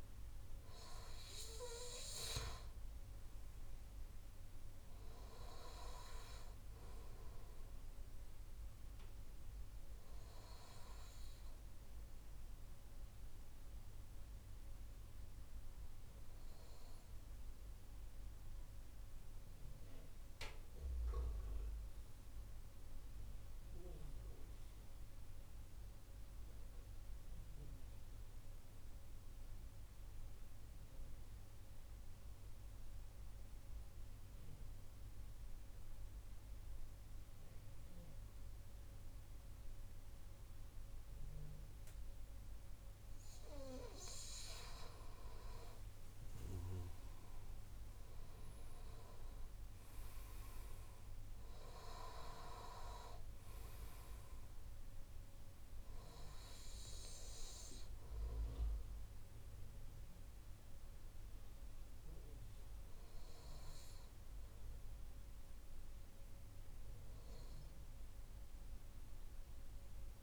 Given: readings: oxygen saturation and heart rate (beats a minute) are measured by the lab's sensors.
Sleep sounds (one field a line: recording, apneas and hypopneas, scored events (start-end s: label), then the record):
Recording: breathing in sleep by a room microphone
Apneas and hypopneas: 1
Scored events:
0.00-16.00 s: oxygen desaturation (device-marked, oxygen 90% lowest, heart rate 48 extreme)
13.00-44.00 s: obstructive apnea (oxygen 95% before, 92% lowest, heart rate 102 before, 48 extreme, up 53 after)
42.00-68.00 s: oxygen desaturation (device-marked, oxygen 97% before, 92% lowest)
45.50-50.00 s: arousal
From the record:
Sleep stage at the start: N2 (light sleep)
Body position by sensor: on the right side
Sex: male